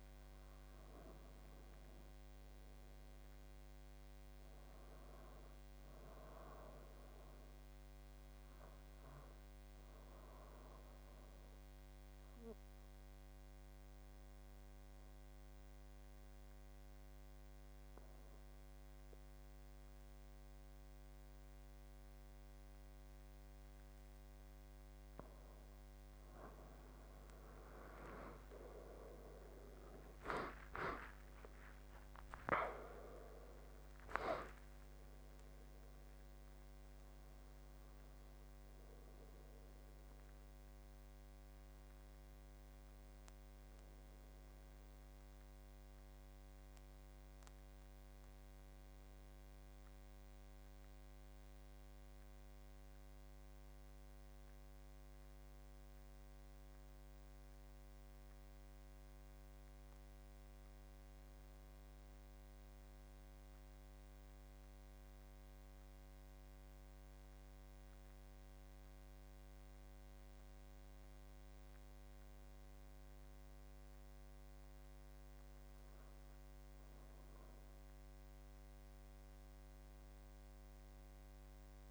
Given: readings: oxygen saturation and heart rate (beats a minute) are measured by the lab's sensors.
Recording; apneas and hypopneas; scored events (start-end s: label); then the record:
breathing in sleep by a microphone on the trachea; 2
2.00-4.50 s: arousal
7.50-25.50 s: obstructive apnea (oxygen 94% before, 85% lowest, heart rate 80 before, 79 extreme, up 11 after)
28.00-33.00 s: arousal
29.50-54.50 s: oxygen desaturation (device-marked, oxygen 93% before, 85% lowest, heart rate 80 before, 77 extreme)
50.00-61.00 s: hypopnea (oxygen 93% before, 86% lowest, heart rate 86 before, 77 extreme, up 4 after)
62.50-65.50 s: arousal
73.50-81.91 s: oxygen desaturation (device-marked, oxygen 97% before, 92% lowest, heart rate 79 before, 79 extreme)
From the record:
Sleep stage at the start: N2 (light sleep); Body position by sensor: on the back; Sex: male